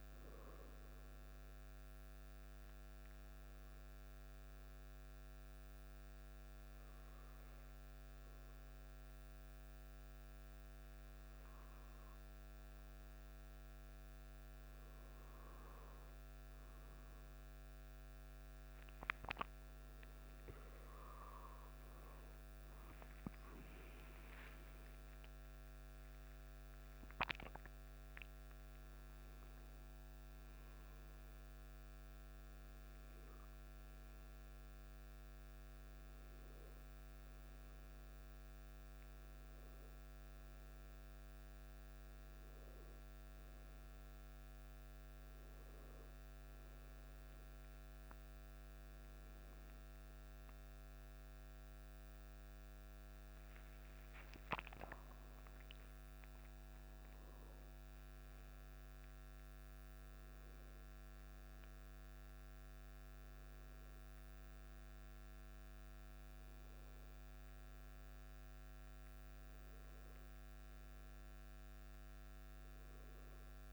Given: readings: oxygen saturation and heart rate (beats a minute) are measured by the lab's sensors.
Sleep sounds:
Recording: a person awake in a sleep study, hard to hear, by a microphone on the trachea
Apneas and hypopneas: none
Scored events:
none scored
From the record:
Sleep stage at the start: awake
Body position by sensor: on the back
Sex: male

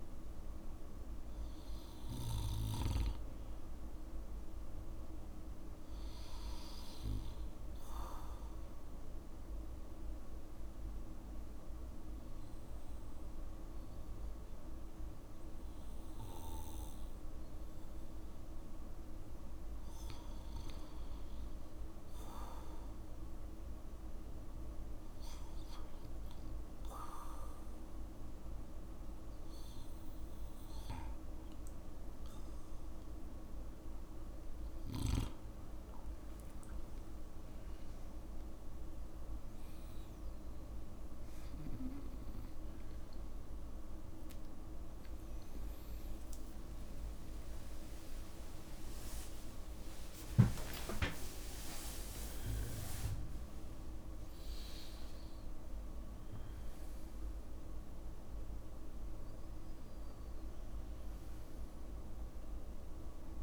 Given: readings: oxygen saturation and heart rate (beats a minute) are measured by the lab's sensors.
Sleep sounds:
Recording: a person partly awake in a sleep study, by a room microphone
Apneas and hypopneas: 1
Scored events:
6.00-31.00 s: oxygen desaturation (device-marked, oxygen 96% before, 91% lowest, heart rate 57 before, 54 extreme)
9.00-20.50 s: obstructive apnea (oxygen 96% before, 91% lowest, heart rate 58 before, 57 extreme, up 6 after)
31.00-61.00 s: new sleep stage, awake
47.00-54.00 s: tachycardia (device-marked, heart rate 56 before, 144 extreme)
48.00-50.00 s: long interval between heartbeats (device-marked, heart rate 63 before, 87 extreme)
51.50-53.50 s: long interval between heartbeats (device-marked, heart rate 69 before, 143 extreme)
61.00-63.43 s: new sleep stage, N2 (light sleep)
From the record:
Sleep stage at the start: N2 (light sleep)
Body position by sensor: on the back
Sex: male

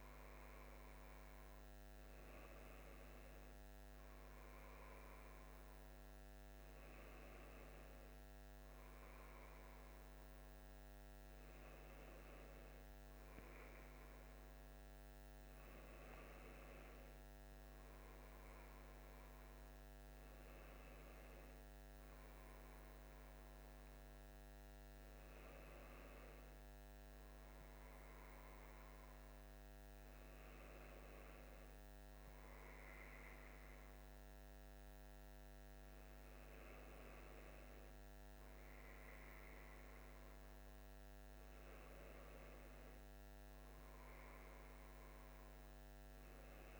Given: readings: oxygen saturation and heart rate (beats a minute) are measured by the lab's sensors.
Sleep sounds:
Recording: breathing in sleep, hard to hear, by a microphone on the trachea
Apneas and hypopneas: none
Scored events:
none scored
From the record:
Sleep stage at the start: N1 (lightest sleep)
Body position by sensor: on the left side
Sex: male

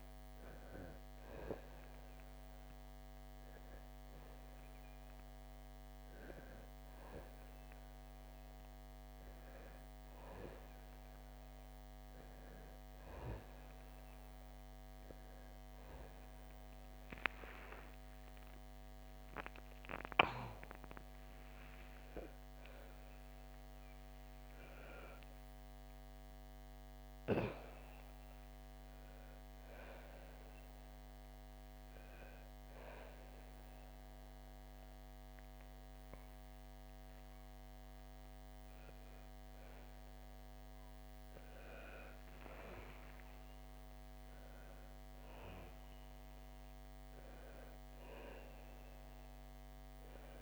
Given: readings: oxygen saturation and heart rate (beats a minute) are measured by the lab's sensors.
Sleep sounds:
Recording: breathing in sleep by a microphone on the trachea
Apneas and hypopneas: none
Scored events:
16.50-20.00 s: arousal
From the record:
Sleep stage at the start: N1 (lightest sleep)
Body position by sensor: on the back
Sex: female

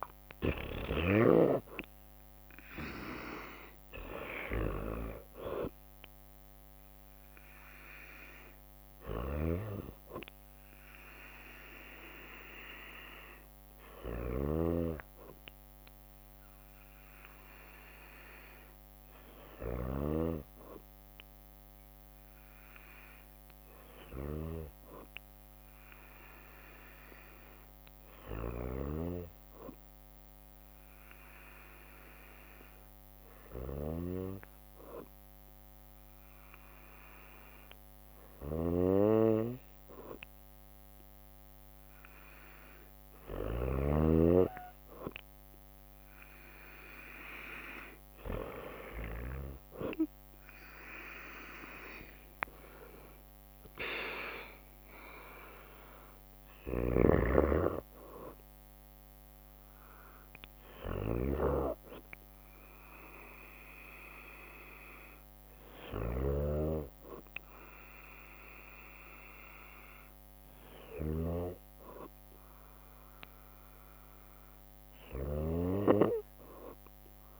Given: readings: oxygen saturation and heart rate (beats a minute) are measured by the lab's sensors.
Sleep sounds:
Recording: breathing in sleep by a microphone on the trachea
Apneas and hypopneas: 1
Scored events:
0.00-8.50 s: drop in pulse transit time (device-marked, heart rate 60 extreme)
0.00-20.50 s: oxygen desaturation (device-marked, oxygen 92% lowest, heart rate 57 extreme)
7.50-15.50 s: bradycardia (device-marked, heart rate 61 before, 57 extreme)
8.50-20.00 s: snoring (device-marked)
23.00-41.00 s: hypopnea (oxygen 97% before, 94% lowest, heart rate 61 before, 58 extreme, up 5 after)
30.50-36.50 s: bradycardia (device-marked, heart rate 61 before, 58 extreme)
38.00-43.50 s: snoring (device-marked)
43.50-47.00 s: arousal
50.50-63.50 s: drop in pulse transit time (device-marked, heart rate 60 before, 62 extreme)
56.00-77.40 s: snoring (device-marked)
From the record:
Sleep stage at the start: N2 (light sleep)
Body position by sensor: on the right side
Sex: female

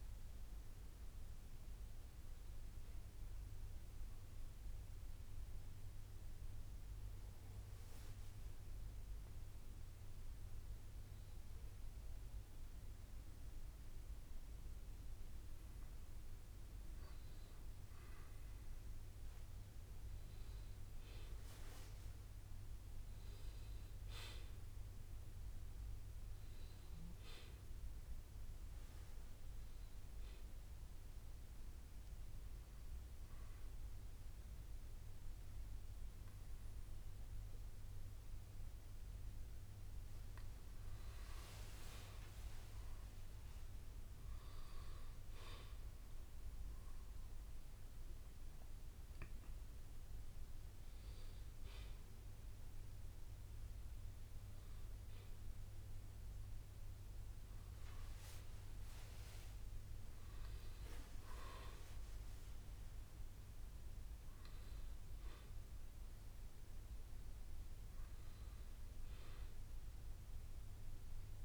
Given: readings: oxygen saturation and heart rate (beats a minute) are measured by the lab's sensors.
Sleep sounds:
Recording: breathing in sleep, hard to hear, by a room microphone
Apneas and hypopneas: 2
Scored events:
4.00-16.50 s: hypopnea (oxygen 96% before, 94% lowest, heart rate 61 before, 59 extreme, up 1 after)
14.00-19.00 s: bradycardia (device-marked, heart rate 66 before, 59 extreme)
19.50-23.00 s: arousal
31.00-41.00 s: obstructive apnea (oxygen 96% before, 94% lowest, heart rate 61 before, 59 extreme, up 8 after)
58.00-71.44 s: new sleep stage, awake
From the record:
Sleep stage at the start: N1 (lightest sleep)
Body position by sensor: on the back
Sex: male

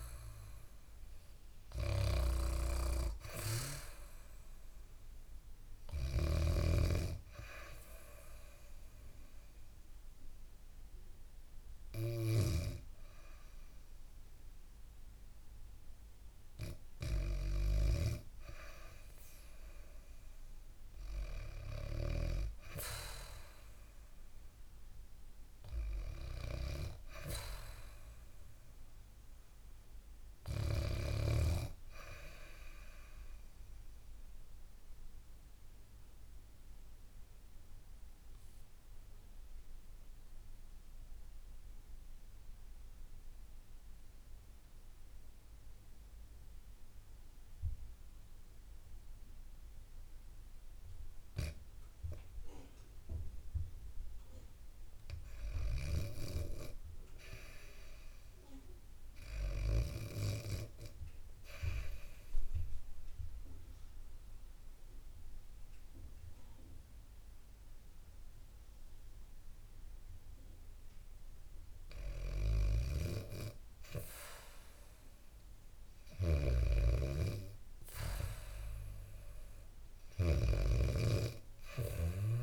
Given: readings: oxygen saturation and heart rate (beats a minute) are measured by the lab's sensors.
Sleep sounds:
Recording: breathing in sleep by a room microphone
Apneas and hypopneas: 2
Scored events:
0.00-18.00 s: oxygen desaturation (device-marked, oxygen 99% before, 93% lowest, heart rate 71 before, 68 extreme)
5.50-12.00 s: snoring (device-marked)
23.50-28.00 s: arousal
33.00-52.50 s: obstructive apnea (oxygen 99% before, 91% lowest, heart rate 71 before, 56 extreme)
51.00-57.00 s: bradycardia (device-marked, heart rate 71 before, 57 extreme)
53.00-80.00 s: oxygen desaturation (device-marked, oxygen 99% before, 91% lowest, heart rate 71 before, 59 extreme)
55.00-59.00 s: arousal
60.50-72.00 s: obstructive apnea (oxygen 99% before, 91% lowest, heart rate 66 before, 62 extreme, up 7 after)
76.00-82.42 s: snoring (device-marked)
77.50-82.42 s: arousal
From the record:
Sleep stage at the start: REM sleep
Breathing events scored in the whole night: 565 in 7.1 hours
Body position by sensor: on the back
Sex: female

